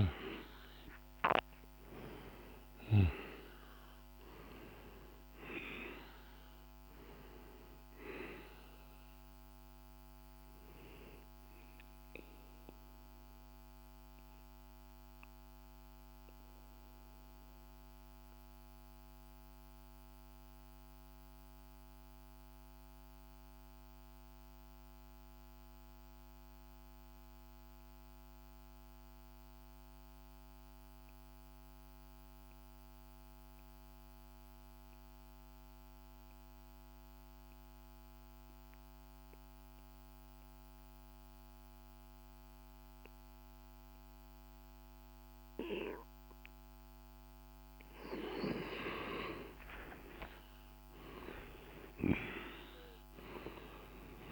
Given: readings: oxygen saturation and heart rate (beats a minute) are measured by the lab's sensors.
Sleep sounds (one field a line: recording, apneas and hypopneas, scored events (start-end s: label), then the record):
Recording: breathing in sleep by a microphone on the trachea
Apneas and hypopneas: 1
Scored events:
0.00-17.50 s: oxygen desaturation (device-marked, oxygen 89% lowest, heart rate 35 extreme)
11.00-47.50 s: mixed apnea (oxygen 98% before, 85% lowest, heart rate 61 before, 28 extreme, up 13 after)
35.50-54.32 s: oxygen desaturation (device-marked, oxygen 99% before, 85% lowest, heart rate 48 before, 28 extreme)
48.50-53.50 s: arousal
From the record:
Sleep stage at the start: N2 (light sleep)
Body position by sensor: on the back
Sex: male